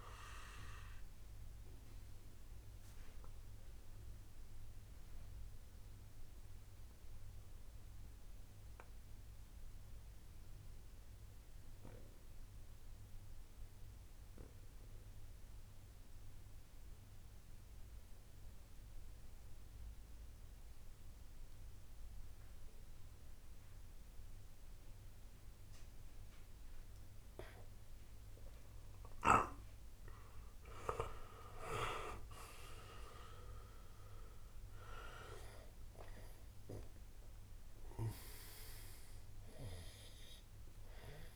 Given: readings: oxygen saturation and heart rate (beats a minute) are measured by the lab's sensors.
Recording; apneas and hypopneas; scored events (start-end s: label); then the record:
breathing in sleep by a room microphone; 1
0.00-17.50 s: oxygen desaturation (device-marked, oxygen 91% lowest, heart rate 45 extreme)
0.50-29.50 s: obstructive apnea (oxygen 96% before, 91% lowest, heart rate 63 before, 54 extreme, up 17 after)
32.50-37.50 s: arousal
32.50-41.36 s: oxygen desaturation (device-marked, oxygen 96% before, 91% lowest, heart rate 70 before, 54 extreme)
From the record:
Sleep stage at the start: N2 (light sleep); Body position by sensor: on the right side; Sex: male